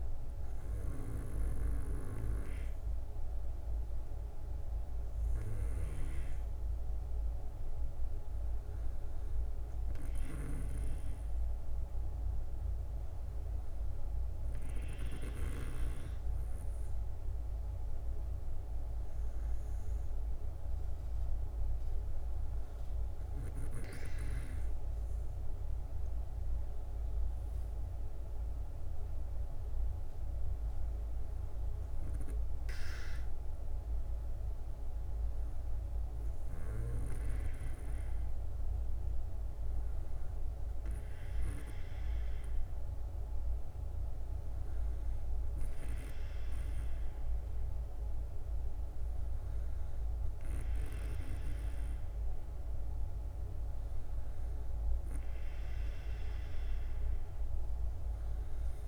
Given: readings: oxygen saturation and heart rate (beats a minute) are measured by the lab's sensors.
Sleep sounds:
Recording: breathing in sleep by a room microphone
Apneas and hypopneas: none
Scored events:
none scored
From the record:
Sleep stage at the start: N2 (light sleep)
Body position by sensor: on the back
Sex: female

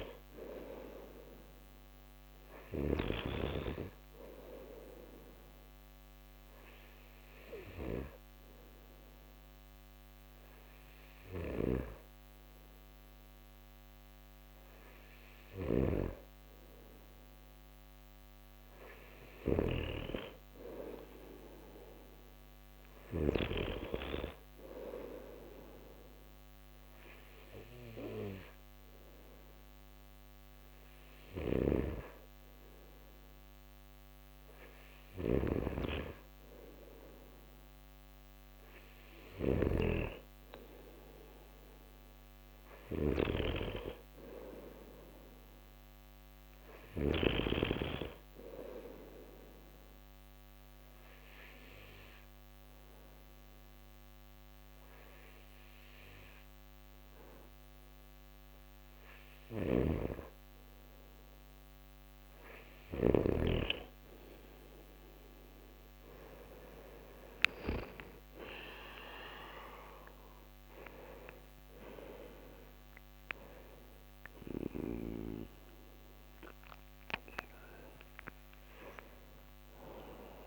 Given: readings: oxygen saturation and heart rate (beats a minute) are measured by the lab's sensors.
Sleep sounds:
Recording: breathing in sleep by a microphone on the trachea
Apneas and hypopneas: 3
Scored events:
0.00-1.00 s: arousal
0.00-3.00 s: snoring (device-marked)
5.00-17.50 s: hypopnea (oxygen 93% before, 91% lowest)
15.50-23.50 s: snoring (device-marked)
20.00-23.00 s: arousal
25.50-37.00 s: hypopnea (oxygen 94% before, 90% lowest)
31.00-47.00 s: snoring (device-marked)
40.50-44.00 s: arousal
50.50-61.50 s: obstructive apnea (oxygen 94% before, 90% lowest)
59.50-63.00 s: snoring (device-marked)
68.50-72.50 s: arousal
74.50-80.47 s: oxygen desaturation (device-marked, oxygen 94% before, 90% lowest)
From the record:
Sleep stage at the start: N2 (light sleep)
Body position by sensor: on the back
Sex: male

